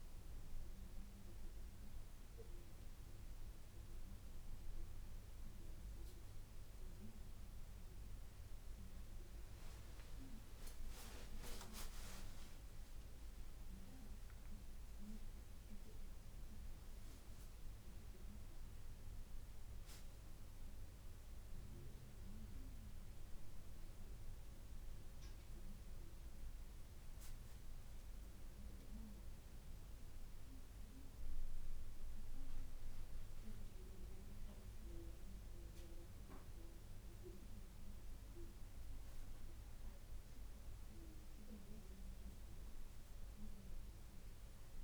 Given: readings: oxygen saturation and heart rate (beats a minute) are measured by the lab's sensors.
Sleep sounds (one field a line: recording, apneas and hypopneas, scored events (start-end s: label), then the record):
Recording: a person awake in a sleep study, by a room microphone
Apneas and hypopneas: none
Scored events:
28.50-44.84 s: new sleep stage, N1 (lightest sleep)
From the record:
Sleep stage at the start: awake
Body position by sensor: on the back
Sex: female